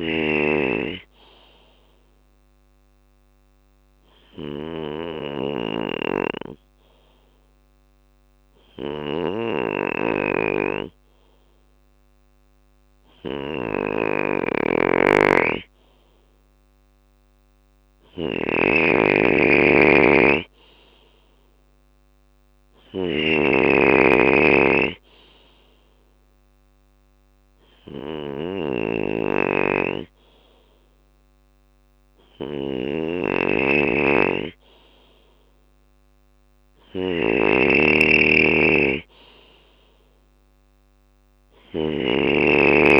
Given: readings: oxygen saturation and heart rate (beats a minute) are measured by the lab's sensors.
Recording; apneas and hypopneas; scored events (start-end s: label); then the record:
breathing in sleep by a microphone on the trachea; 1
0.00-43.00 s: snoring (device-marked)
1.00-15.50 s: obstructive apnea (oxygen 97% before, 94% lowest, heart rate 64 before, 61 extreme, up 1 after)
18.00-22.00 s: arousal
From the record:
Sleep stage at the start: N2 (light sleep); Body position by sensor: on the left side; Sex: male